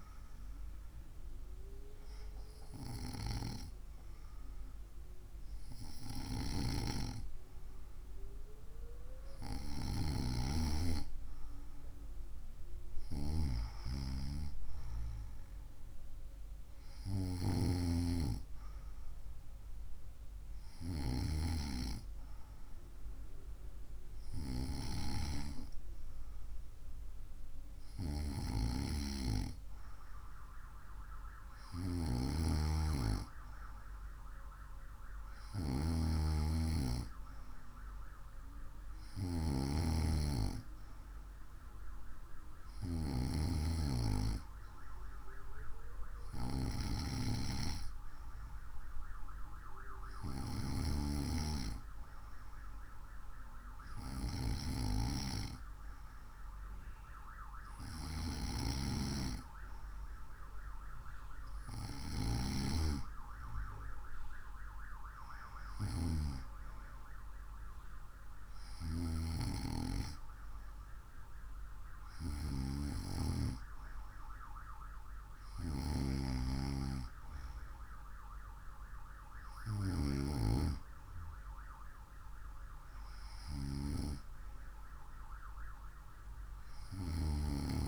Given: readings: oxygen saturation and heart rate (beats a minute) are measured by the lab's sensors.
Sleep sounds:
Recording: breathing in sleep by a room microphone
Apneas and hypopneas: none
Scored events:
none scored
From the record:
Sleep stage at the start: N2 (light sleep)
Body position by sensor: on the right side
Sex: female

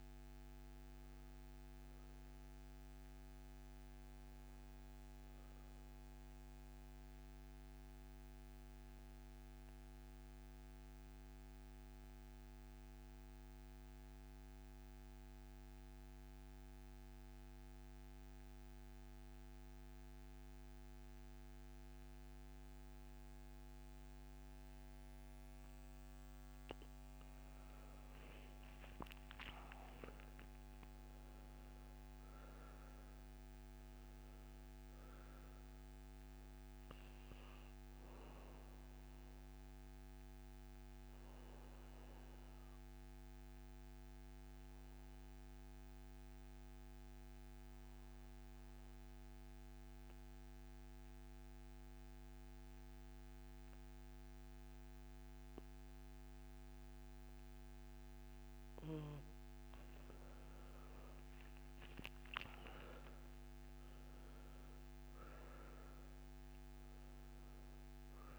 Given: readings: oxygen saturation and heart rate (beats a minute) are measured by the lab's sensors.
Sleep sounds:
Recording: breathing in sleep, hard to hear, by a microphone on the trachea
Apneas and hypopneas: 2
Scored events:
0.00-7.50 s: oxygen desaturation (device-marked, oxygen 86% lowest, heart rate 61 extreme)
6.00-25.50 s: mixed apnea (oxygen 97% before, 86% lowest, heart rate 74 before, 61 extreme, up 12 after)
27.00-31.00 s: arousal
27.50-46.50 s: oxygen desaturation (device-marked, oxygen 98% before, 88% lowest, heart rate 65 before, 65 extreme)
39.00-58.50 s: obstructive apnea (oxygen 100% before, 86% lowest, heart rate 70 before, 62 extreme, up 10 after)
57.50-68.39 s: oxygen desaturation (device-marked, oxygen 99% before, 86% lowest, heart rate 66 before, 62 extreme)
60.50-65.00 s: arousal
From the record:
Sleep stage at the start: N2 (light sleep)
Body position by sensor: on the back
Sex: male

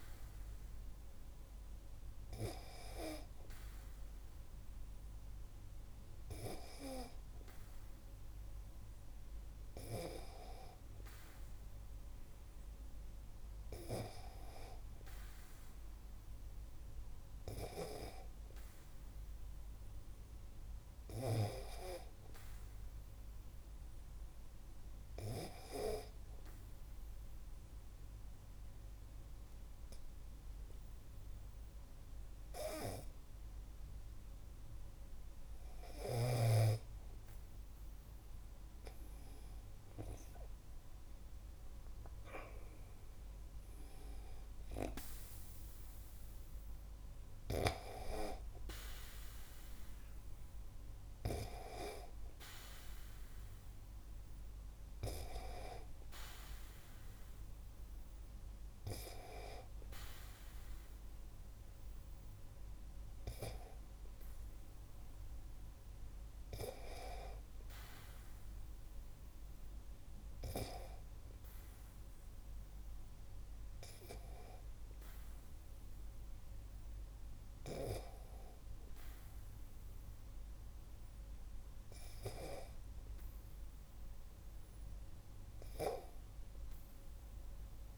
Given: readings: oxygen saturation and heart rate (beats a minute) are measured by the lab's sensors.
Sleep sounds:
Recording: breathing in sleep by a room microphone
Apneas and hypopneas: 1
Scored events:
26.50-36.50 s: obstructive apnea (oxygen 97% before, 95% lowest, heart rate 53 before, 48 extreme, up 10 after)
39.00-43.50 s: arousal
From the record:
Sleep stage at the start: N2 (light sleep)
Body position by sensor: on the back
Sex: male

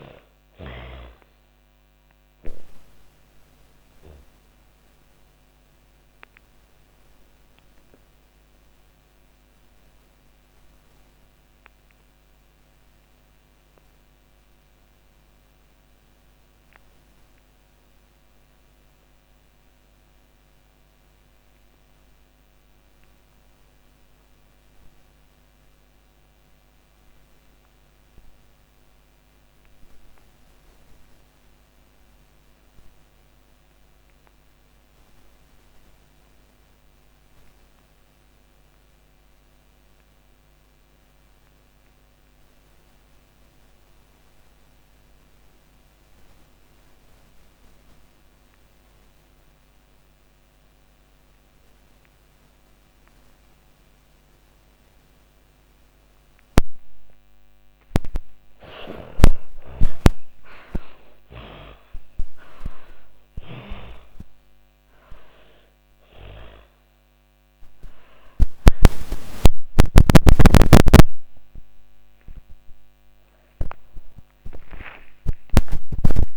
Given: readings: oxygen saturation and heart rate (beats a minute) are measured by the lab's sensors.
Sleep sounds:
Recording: breathing in sleep by a microphone on the trachea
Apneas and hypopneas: 1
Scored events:
0.00-24.00 s: oxygen desaturation (device-marked, oxygen 60% lowest, heart rate 83 extreme)
3.50-56.50 s: obstructive apnea (oxygen 98% before, 54% lowest, heart rate 110 before, 88 extreme, up 60 after)
36.00-76.37 s: oxygen desaturation (device-marked, oxygen 97% before, 54% lowest, heart rate 125 before, 79 extreme)
65.00-76.37 s: new sleep stage, awake
From the record:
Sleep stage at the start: N2 (light sleep)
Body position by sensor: on the back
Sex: female

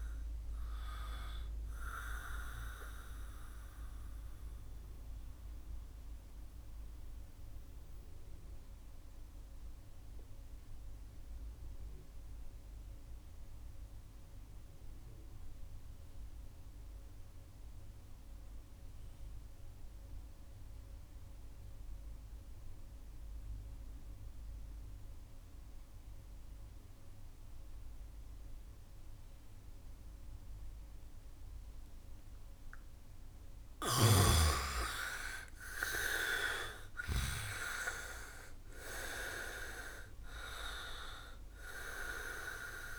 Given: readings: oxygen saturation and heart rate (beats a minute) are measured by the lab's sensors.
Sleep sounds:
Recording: breathing in sleep by a room microphone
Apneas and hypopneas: 1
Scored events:
0.00-18.00 s: oxygen desaturation (device-marked, oxygen 77% lowest, heart rate 62 extreme)
3.00-32.50 s: mixed apnea (oxygen 98% before, 77% lowest, heart rate 68 before, 62 extreme, up 3 after)
30.00-42.99 s: oxygen desaturation (device-marked, oxygen 99% before, 77% lowest, heart rate 67 before, 64 extreme)
33.00-37.00 s: snoring (device-marked)
34.50-39.50 s: arousal
From the record:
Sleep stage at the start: N2 (light sleep)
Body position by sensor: on the back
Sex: male

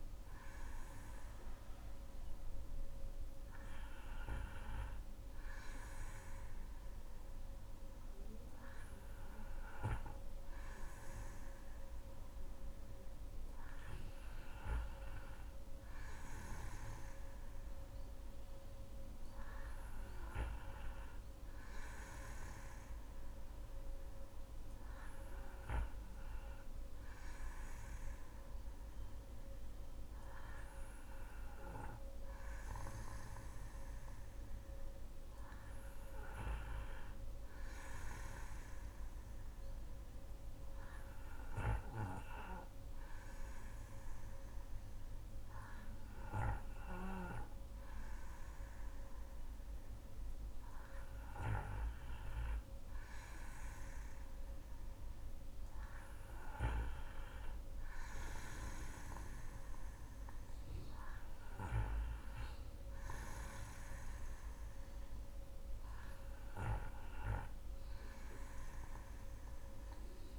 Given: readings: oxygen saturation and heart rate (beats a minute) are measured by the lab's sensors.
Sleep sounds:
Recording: breathing in sleep by a room microphone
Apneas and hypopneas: none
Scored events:
40.50-70.39 s: new sleep stage, N3 (deep sleep)
From the record:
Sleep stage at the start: N2 (light sleep)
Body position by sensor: on the back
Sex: female

